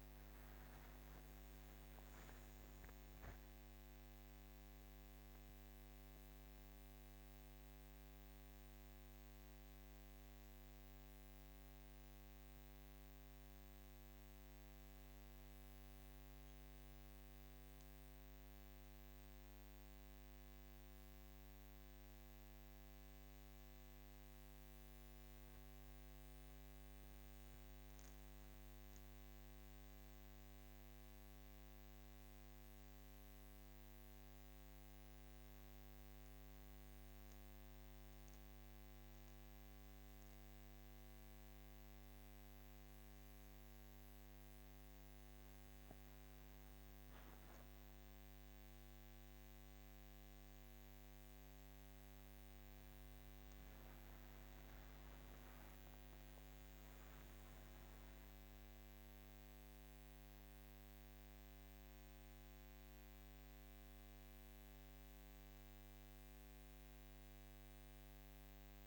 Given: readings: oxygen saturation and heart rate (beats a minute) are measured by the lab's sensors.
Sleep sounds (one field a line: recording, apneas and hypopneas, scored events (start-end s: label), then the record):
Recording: breathing in sleep, hard to hear, by a microphone on the trachea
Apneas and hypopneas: none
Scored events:
36.50-68.87 s: new sleep stage, N2 (light sleep)
From the record:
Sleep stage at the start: N1 (lightest sleep)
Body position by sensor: on the back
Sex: female